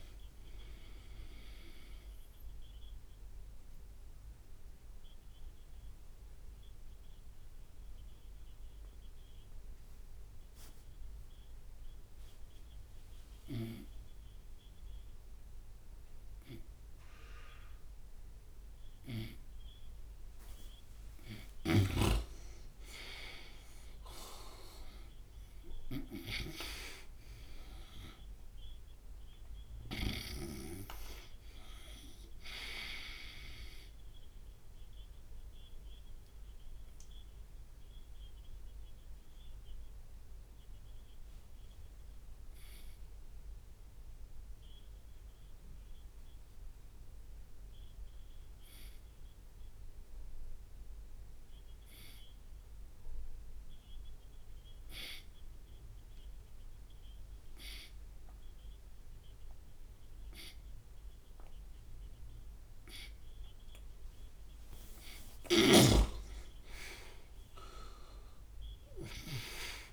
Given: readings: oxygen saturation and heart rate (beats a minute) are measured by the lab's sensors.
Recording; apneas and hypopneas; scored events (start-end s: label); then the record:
breathing in sleep by a room microphone; 2
0.00-6.00 s: oxygen desaturation (device-marked, oxygen 89% lowest)
4.00-21.00 s: obstructive apnea (oxygen 94% before, 90% lowest)
22.00-26.50 s: snoring (device-marked)
22.50-28.00 s: arousal
25.00-50.00 s: oxygen desaturation (device-marked, oxygen 98% before, 90% lowest)
36.50-63.50 s: obstructive apnea (oxygen 100% before, 87% lowest)
64.00-69.93 s: oxygen desaturation (device-marked, oxygen 97% before, 93% lowest)
66.50-69.93 s: arousal
From the record:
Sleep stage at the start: N2 (light sleep); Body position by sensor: on the right side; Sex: male